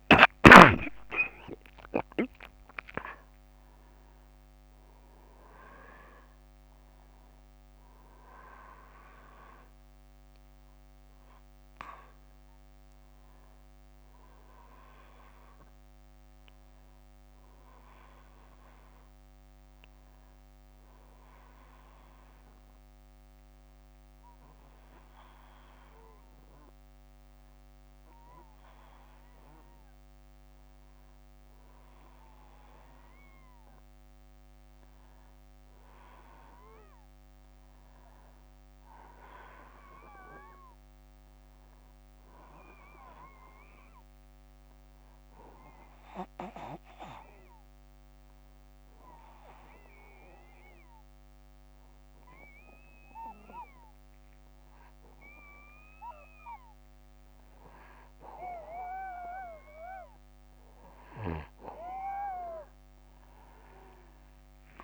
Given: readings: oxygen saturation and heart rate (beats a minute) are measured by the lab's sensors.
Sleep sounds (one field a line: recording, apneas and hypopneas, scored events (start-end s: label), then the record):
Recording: breathing in sleep by a microphone on the trachea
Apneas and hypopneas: 2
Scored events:
0.00-2.00 s: arousal
6.00-24.00 s: oxygen desaturation (device-marked, oxygen 97% before, 93% lowest, heart rate 62 before, 61 extreme)
21.00-31.50 s: hypopnea (oxygen 97% before, 93% lowest, heart rate 66 before, 61 extreme, up 1 after)
29.00-64.84 s: new sleep stage, N2 (light sleep)
34.00-36.50 s: arousal
45.50-57.50 s: hypopnea (oxygen 98% before, 93% lowest, heart rate 61 before, 62 extreme, up 2 after)
63.50-64.84 s: arousal
From the record:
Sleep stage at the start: N1 (lightest sleep)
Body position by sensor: on the back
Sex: male